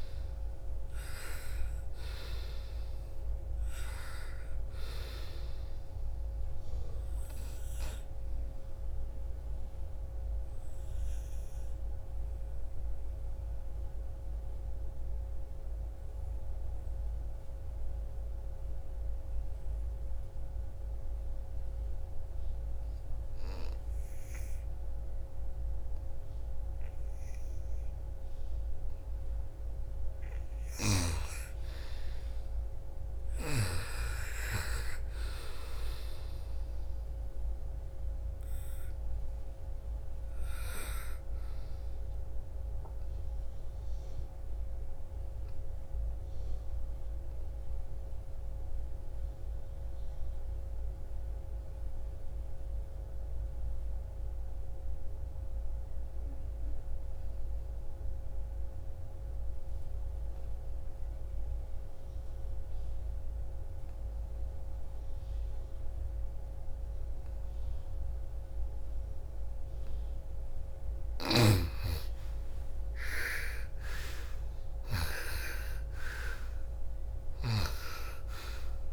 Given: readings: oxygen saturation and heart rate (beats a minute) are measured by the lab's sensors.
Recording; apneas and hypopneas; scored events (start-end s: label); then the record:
breathing in sleep by a room microphone; 2
0.00-17.50 s: oxygen desaturation (device-marked, oxygen 87% lowest, heart rate 54 extreme)
7.00-28.00 s: obstructive apnea (oxygen 98% before, 80% lowest, heart rate 57 before, 54 extreme, up 9 after)
31.00-35.00 s: arousal
31.50-55.50 s: oxygen desaturation (device-marked, oxygen 98% before, 87% lowest, heart rate 57 before, 47 extreme)
44.00-69.50 s: obstructive apnea (oxygen 98% before, 80% lowest, heart rate 63 before, 47 extreme, up 23 after)
62.50-78.93 s: oxygen desaturation (device-marked, oxygen 98% before, 80% lowest, heart rate 60 before, 48 extreme)
70.50-74.50 s: snoring (device-marked)
71.00-76.00 s: arousal
From the record:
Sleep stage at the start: N2 (light sleep); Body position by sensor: on the right side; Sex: female